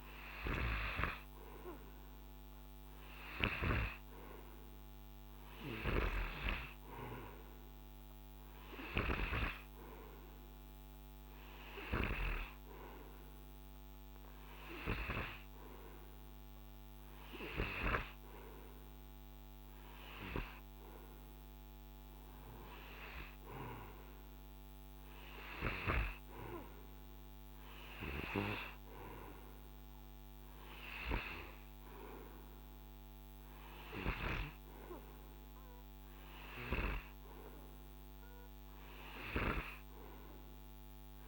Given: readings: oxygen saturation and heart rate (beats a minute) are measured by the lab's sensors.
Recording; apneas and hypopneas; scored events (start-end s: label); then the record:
breathing in sleep by a microphone on the trachea; none
none scored
From the record:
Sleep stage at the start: N2 (light sleep); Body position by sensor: on the right side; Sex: male